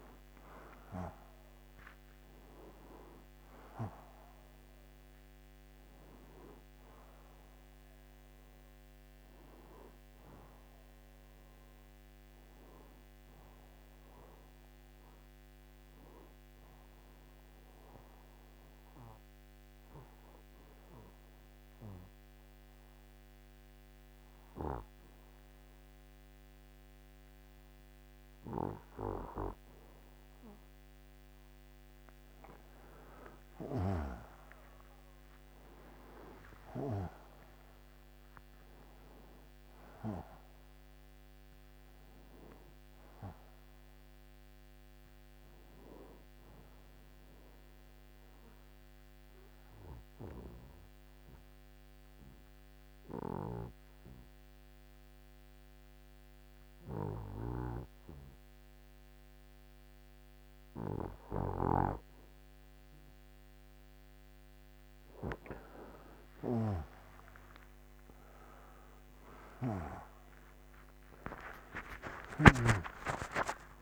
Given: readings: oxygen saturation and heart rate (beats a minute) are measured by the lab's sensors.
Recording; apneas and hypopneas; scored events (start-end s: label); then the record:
breathing in sleep by a microphone on the trachea; 2
0.00-1.50 s: arousal
0.00-21.00 s: oxygen desaturation (device-marked, oxygen 89% lowest, heart rate 36 extreme)
17.00-31.50 s: obstructive apnea (oxygen 93% before, 88% lowest)
33.50-37.50 s: arousal
44.00-57.00 s: oxygen desaturation (device-marked, oxygen 93% before, 88% lowest)
47.50-64.50 s: obstructive apnea (oxygen 95% before, 88% lowest, heart rate 56 before, 27 extreme, up 26 after)
68.00-73.82 s: oxygen desaturation (device-marked, oxygen 94% before, 91% lowest, heart rate 47 before, 62 extreme)
70.00-73.82 s: arousal
From the record:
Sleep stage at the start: N2 (light sleep); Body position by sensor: on the right side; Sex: male